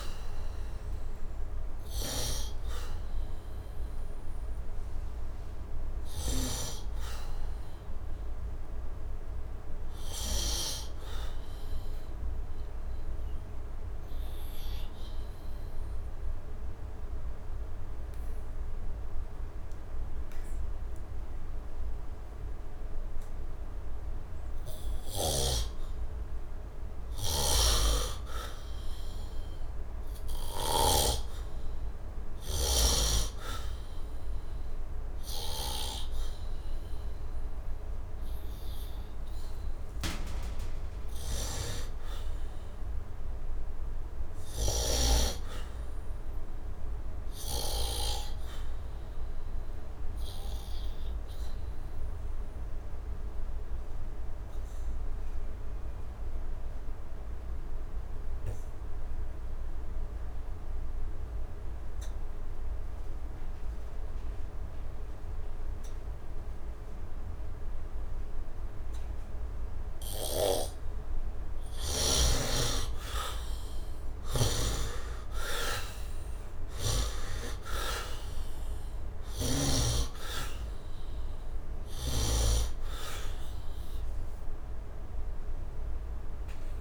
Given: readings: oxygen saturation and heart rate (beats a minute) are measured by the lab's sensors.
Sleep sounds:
breathing in sleep by a room microphone; 2
0.00-21.50 s: oxygen desaturation (device-marked, oxygen 58% lowest, heart rate 74 extreme)
1.50-29.00 s: obstructive apnea (oxygen 98% before, 58% lowest, heart rate 78 before, 74 extreme, up 6 after)
25.00-31.00 s: snoring (device-marked)
28.50-42.50 s: oxygen desaturation (device-marked, oxygen 100% before, 78% lowest, heart rate 77 before, 69 extreme)
31.50-36.00 s: arousal
40.00-45.00 s: snoring (device-marked)
50.50-71.00 s: obstructive apnea (oxygen 100% before, 67% lowest, heart rate 77 before, 69 extreme, up 32 after)
51.50-58.50 s: oxygen desaturation (device-marked, oxygen 95% before, 91% lowest, heart rate 77 before, 69 extreme)
63.50-86.81 s: oxygen desaturation (device-marked, oxygen 93% before, 67% lowest, heart rate 73 before, 68 extreme)
70.00-79.50 s: snoring (device-marked)
73.00-77.00 s: arousal
From the record:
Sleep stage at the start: N2 (light sleep); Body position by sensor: on the back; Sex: male

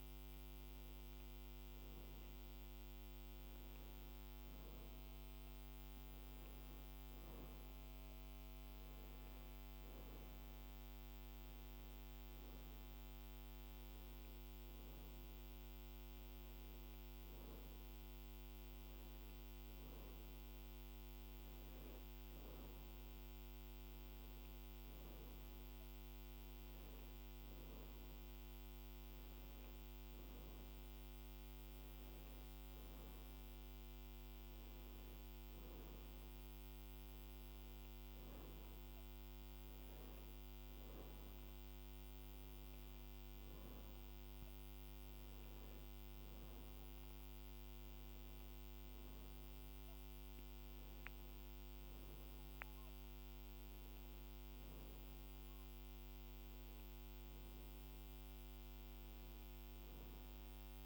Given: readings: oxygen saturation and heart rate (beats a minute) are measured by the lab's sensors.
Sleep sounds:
a person awake in a sleep study, hard to hear, by a microphone on the trachea; none
none scored
From the record:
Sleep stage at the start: awake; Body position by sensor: on the back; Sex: female

